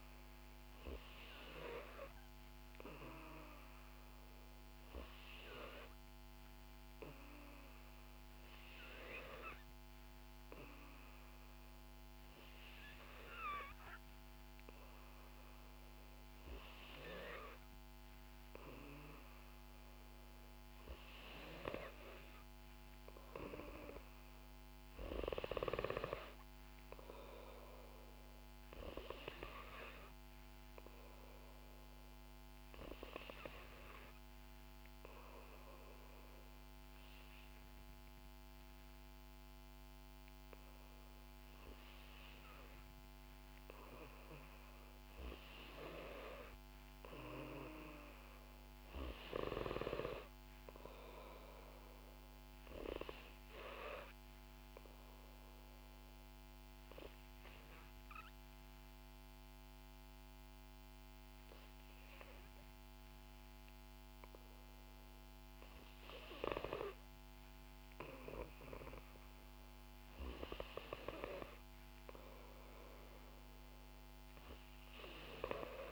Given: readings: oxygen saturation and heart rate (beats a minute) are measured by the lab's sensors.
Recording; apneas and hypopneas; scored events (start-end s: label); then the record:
breathing in sleep by a microphone on the trachea; 2
22.50-25.00 s: arousal
29.00-40.50 s: obstructive apnea (oxygen 93% before, 90% lowest, heart rate 61 before, 58 extreme, up 4 after)
42.50-46.00 s: arousal
52.50-65.00 s: obstructive apnea (oxygen 93% before, 90% lowest, heart rate 60 before, 57 extreme, up 0 after)
67.00-71.50 s: arousal
From the record:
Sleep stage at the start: N2 (light sleep); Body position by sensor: on the back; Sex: female